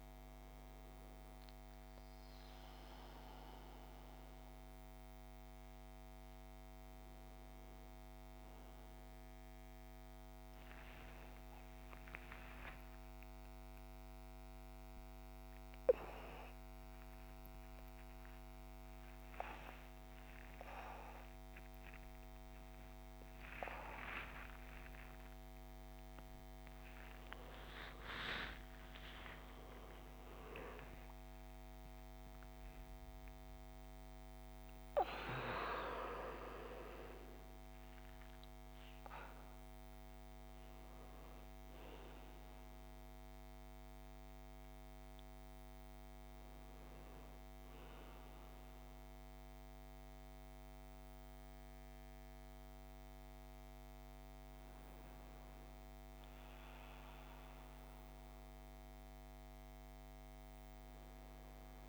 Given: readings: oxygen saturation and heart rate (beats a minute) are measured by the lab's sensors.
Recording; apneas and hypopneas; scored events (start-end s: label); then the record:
a person awake in a sleep study, by a microphone on the trachea; none
0.00-4.50 s: oxygen desaturation (device-marked, oxygen 87% lowest, heart rate 56 extreme)
36.50-48.50 s: oxygen desaturation (device-marked, oxygen 99% before, 92% lowest, heart rate 115 before, 61 extreme)
46.50-61.89 s: new sleep stage, N1 (lightest sleep)
From the record:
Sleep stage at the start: awake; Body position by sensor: on the right side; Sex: male